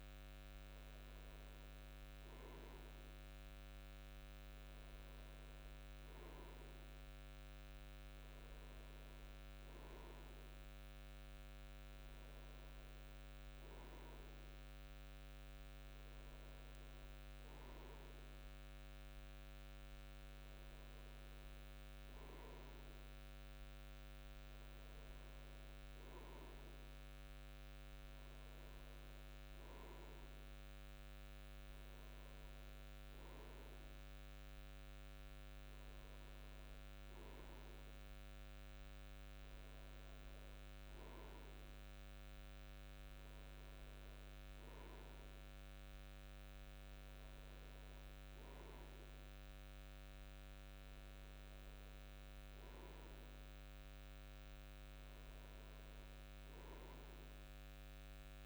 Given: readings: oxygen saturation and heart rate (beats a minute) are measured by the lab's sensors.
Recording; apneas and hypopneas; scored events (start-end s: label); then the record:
breathing in sleep, hard to hear, by a microphone on the trachea; none
none scored
From the record:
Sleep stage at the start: N2 (light sleep); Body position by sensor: on the front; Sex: male